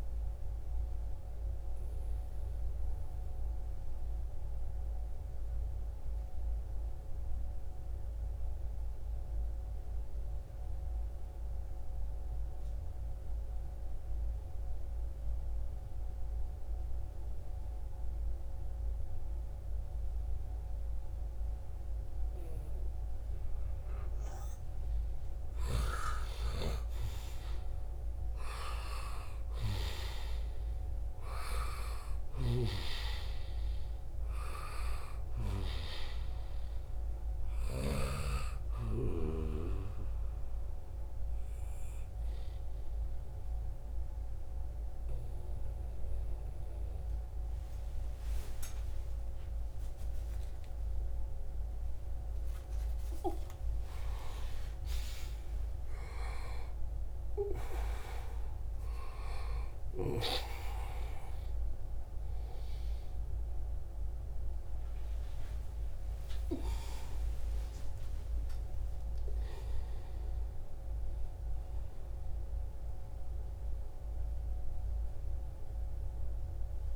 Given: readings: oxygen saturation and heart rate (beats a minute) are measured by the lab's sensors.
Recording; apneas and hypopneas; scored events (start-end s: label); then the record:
a person partly awake in a sleep study, by a room microphone; 2
0.00-1.50 s: oxygen desaturation (device-marked, oxygen 91% lowest, heart rate 68 extreme)
0.50-24.50 s: obstructive apnea (oxygen 96% before, 88% lowest, heart rate 87 before, 68 extreme, up 5 after)
20.50-48.50 s: oxygen desaturation (device-marked, oxygen 96% before, 88% lowest, heart rate 70 before, 68 extreme)
26.00-32.00 s: arousal
31.50-37.50 s: snoring (device-marked)
41.50-52.50 s: obstructive apnea (oxygen 96% before, 88% lowest, heart rate 74 before, 72 extreme, up 15 after)
49.50-76.96 s: new sleep stage, awake
52.50-54.50 s: long interval between heartbeats (device-marked, heart rate 78 before, 82 extreme)
67.50-69.50 s: long interval between heartbeats (device-marked, heart rate 82 before, 112 extreme)
From the record:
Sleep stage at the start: N2 (light sleep); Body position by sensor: on the right side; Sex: male